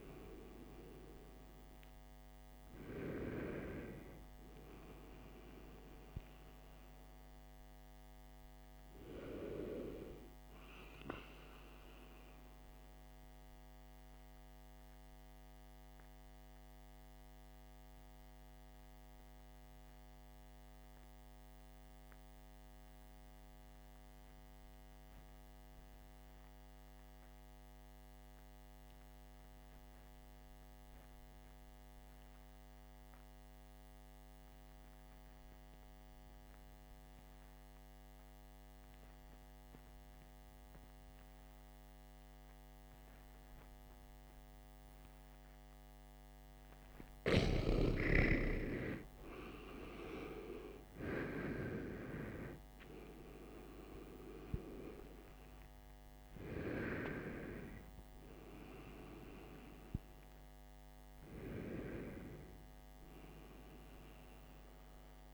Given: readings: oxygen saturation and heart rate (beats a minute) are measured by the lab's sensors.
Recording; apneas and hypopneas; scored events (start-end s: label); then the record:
breathing in sleep by a microphone on the trachea; 1
0.00-21.50 s: oxygen desaturation (device-marked, oxygen 77% lowest, heart rate 48 extreme)
13.50-47.00 s: obstructive apnea (oxygen 90% before, 77% lowest, heart rate 73 before, 52 extreme, up 16 after)
40.50-65.33 s: oxygen desaturation (device-marked, oxygen 98% before, 86% lowest, heart rate 62 before, 51 extreme)
49.50-54.00 s: arousal
From the record:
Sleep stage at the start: REM sleep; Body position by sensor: on the back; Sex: male